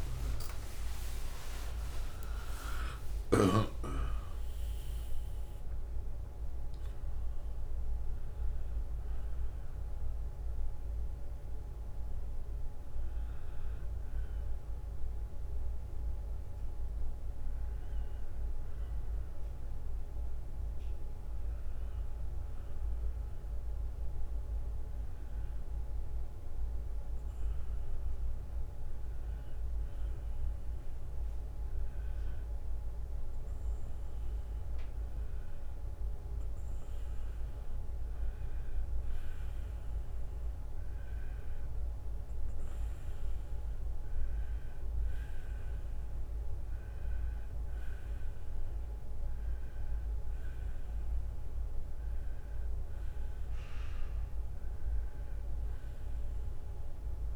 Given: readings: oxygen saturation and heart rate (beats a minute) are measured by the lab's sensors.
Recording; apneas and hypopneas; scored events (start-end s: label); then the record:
a person partly awake in a sleep study, hard to hear, by a room microphone; 1
6.00-57.36 s: new sleep stage, N1 (lightest sleep)
11.00-17.00 s: oxygen desaturation (device-marked, oxygen 96% before, 92% lowest)
23.00-35.00 s: hypopnea (oxygen 96% before, 91% lowest)
36.00-39.50 s: arousal
From the record:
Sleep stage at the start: awake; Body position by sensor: on the right side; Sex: male